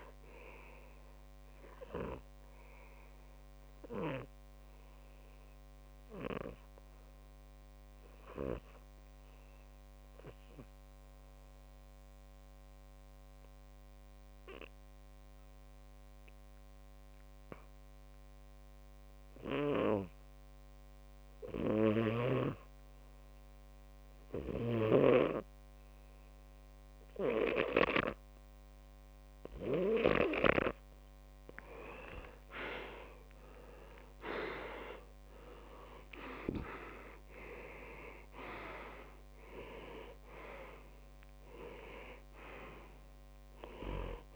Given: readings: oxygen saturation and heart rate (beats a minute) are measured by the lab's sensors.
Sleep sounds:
breathing in sleep by a microphone on the trachea; 1
0.00-38.00 s: tachycardia (device-marked, heart rate 161 extreme)
0.50-2.50 s: long interval between heartbeats (device-marked, heart rate 124 before, 127 extreme)
1.00-31.00 s: obstructive apnea (oxygen 99% before, 91% lowest, heart rate 125 before, 96 extreme, up 3 after)
2.50-4.50 s: long interval between heartbeats (device-marked, heart rate 125 before, 143 extreme)
9.00-11.00 s: long interval between heartbeats (device-marked, heart rate 128 before, 138 extreme)
10.00-17.00 s: oxygen desaturation (device-marked, oxygen 94% before, 91% lowest, heart rate 128 before, 109 extreme)
12.50-14.50 s: long interval between heartbeats (device-marked, heart rate 131 before, 149 extreme)
15.50-17.50 s: long interval between heartbeats (device-marked, heart rate 135 before, 127 extreme)
19.00-21.00 s: long interval between heartbeats (device-marked, heart rate 139 before, 150 extreme)
21.00-23.00 s: long interval between heartbeats (device-marked, heart rate 141 before, 148 extreme)
23.50-25.50 s: long interval between heartbeats (device-marked, heart rate 143 before, 133 extreme)
28.00-30.00 s: long interval between heartbeats (device-marked, heart rate 143 before, 140 extreme)
30.50-32.50 s: long interval between heartbeats (device-marked, heart rate 142 before, 127 extreme)
33.50-37.50 s: arousal
35.50-37.50 s: long interval between heartbeats (device-marked, heart rate 136 before, 123 extreme)
38.50-40.50 s: long interval between heartbeats (device-marked, heart rate 135 before, 116 extreme)
41.00-44.36 s: tachycardia (device-marked, heart rate 75 before, 161 extreme)
From the record:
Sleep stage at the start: N2 (light sleep); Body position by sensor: on the back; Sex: male

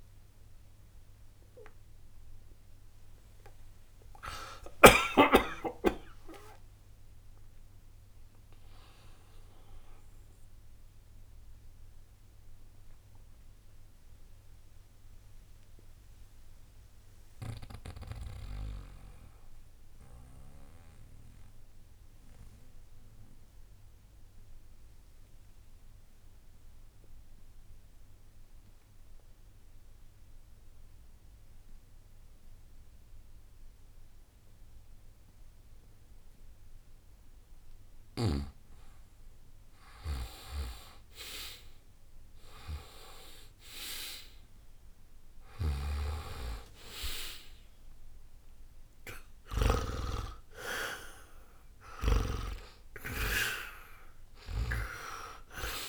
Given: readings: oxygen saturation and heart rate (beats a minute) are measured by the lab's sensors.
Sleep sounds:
breathing in sleep by a room microphone; 1
5.50-8.50 s: arousal
9.50-39.00 s: mixed apnea (oxygen 98% before, 80% lowest, heart rate 63 before, 60 extreme, up 0 after)
43.00-55.89 s: oxygen desaturation (device-marked, oxygen 97% before, 80% lowest, heart rate 60 before, 60 extreme)
46.50-51.50 s: arousal
From the record:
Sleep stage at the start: N2 (light sleep); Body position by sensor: on the back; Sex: male

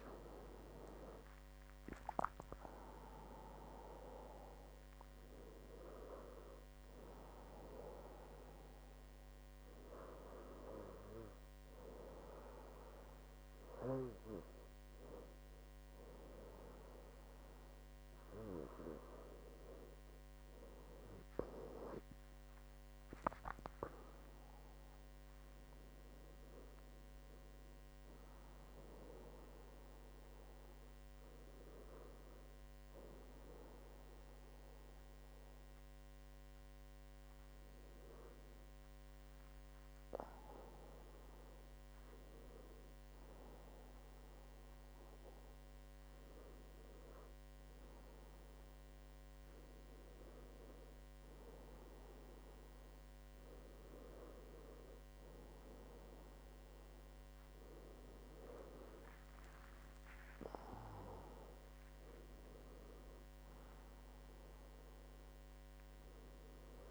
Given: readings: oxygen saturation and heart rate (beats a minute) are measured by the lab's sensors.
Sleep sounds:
breathing in sleep by a microphone on the trachea; none
0.00-2.00 s: arousal
0.00-13.50 s: oxygen desaturation (device-marked, oxygen 92% lowest, heart rate 73 extreme)
9.50-66.91 s: new sleep stage, N1 (lightest sleep)
58.50-62.00 s: arousal
From the record:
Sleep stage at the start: N2 (light sleep); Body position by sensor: on the back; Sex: male

